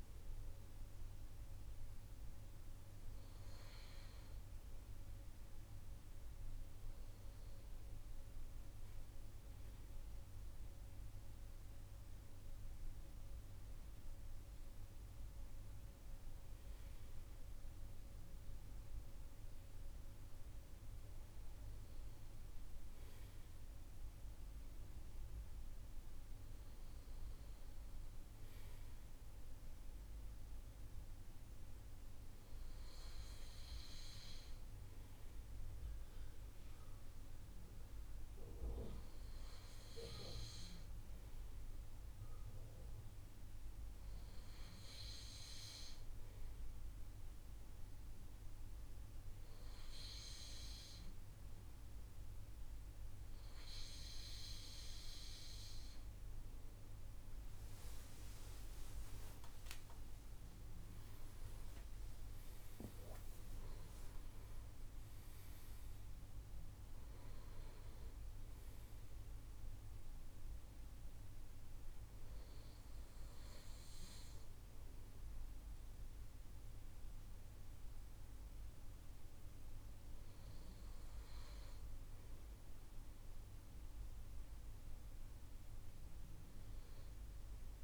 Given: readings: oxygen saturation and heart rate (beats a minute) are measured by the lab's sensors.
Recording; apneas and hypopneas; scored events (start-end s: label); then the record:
breathing in sleep by a room microphone; none
none scored
From the record:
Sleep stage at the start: N2 (light sleep); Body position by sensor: on the right side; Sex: male